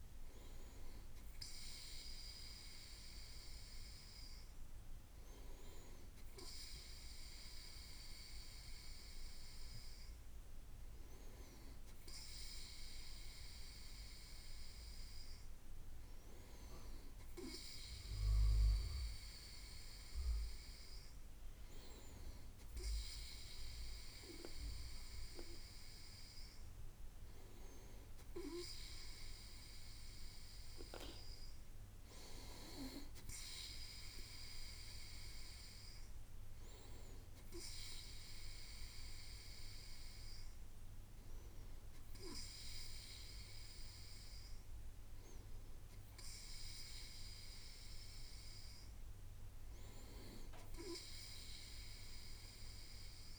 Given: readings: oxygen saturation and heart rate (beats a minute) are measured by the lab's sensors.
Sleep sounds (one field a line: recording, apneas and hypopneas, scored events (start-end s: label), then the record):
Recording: breathing in sleep by a room microphone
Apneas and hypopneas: none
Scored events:
none scored
From the record:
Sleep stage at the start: N2 (light sleep)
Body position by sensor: on the right side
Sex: male